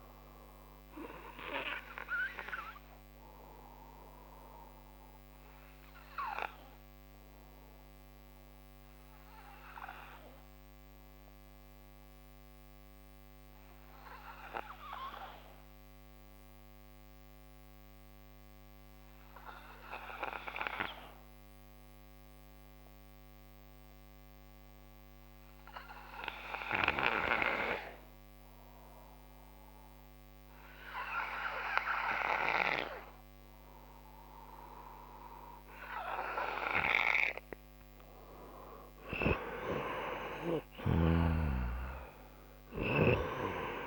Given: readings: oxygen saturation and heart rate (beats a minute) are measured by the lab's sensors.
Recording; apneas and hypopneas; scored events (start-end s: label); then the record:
breathing in sleep by a microphone on the trachea; 1
0.00-21.00 s: oxygen desaturation (device-marked, oxygen 87% lowest)
0.50-38.00 s: obstructive apnea (oxygen 96% before, 87% lowest)
39.50-42.50 s: arousal
From the record:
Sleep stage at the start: N2 (light sleep); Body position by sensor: on the right side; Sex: male